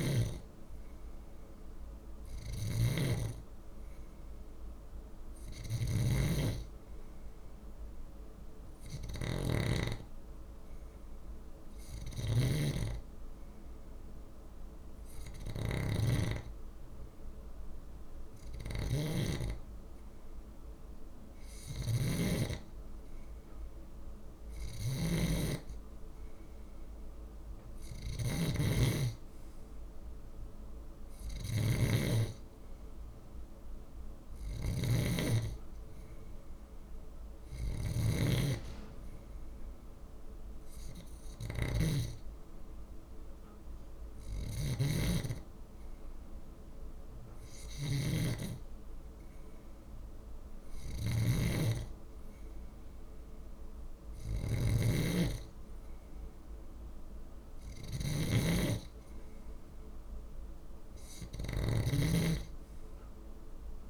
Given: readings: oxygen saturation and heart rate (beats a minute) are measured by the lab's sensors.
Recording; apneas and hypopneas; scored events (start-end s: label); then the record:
breathing in sleep by a room microphone; none
0.00-63.90 s: snoring (device-marked)
From the record:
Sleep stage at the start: N2 (light sleep); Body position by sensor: on the left side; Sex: male